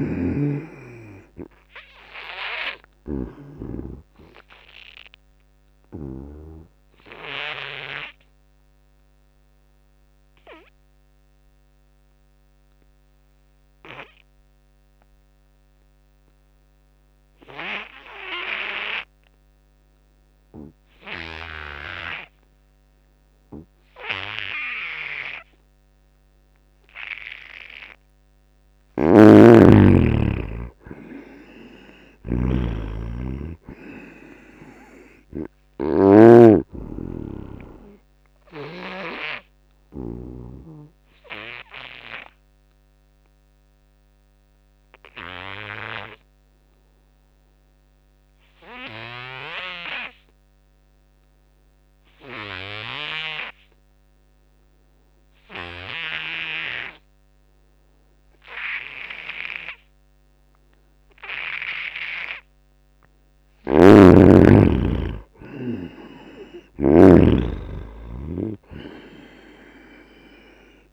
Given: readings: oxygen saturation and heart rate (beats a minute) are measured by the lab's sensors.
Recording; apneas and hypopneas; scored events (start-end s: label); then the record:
breathing in sleep by a microphone on the trachea; 2
0.00-6.50 s: snoring (device-marked)
0.00-19.00 s: oxygen desaturation (device-marked, oxygen 74% lowest, heart rate 76 extreme)
2.00-26.50 s: obstructive apnea (oxygen 97% before, 74% lowest, heart rate 79 before, 80 extreme, up 9 after)
21.00-53.00 s: oxygen desaturation (device-marked, oxygen 97% before, 77% lowest, heart rate 86 before, 81 extreme)
28.50-32.00 s: arousal
28.50-40.50 s: snoring (device-marked)
38.50-61.50 s: obstructive apnea (oxygen 97% before, 76% lowest, heart rate 84 before, 81 extreme, up 4 after)
55.00-70.93 s: oxygen desaturation (device-marked, oxygen 97% before, 79% lowest, heart rate 87 before, 77 extreme)
63.50-70.93 s: snoring (device-marked)
64.00-67.50 s: arousal
From the record:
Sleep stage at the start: N2 (light sleep); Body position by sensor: on the back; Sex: male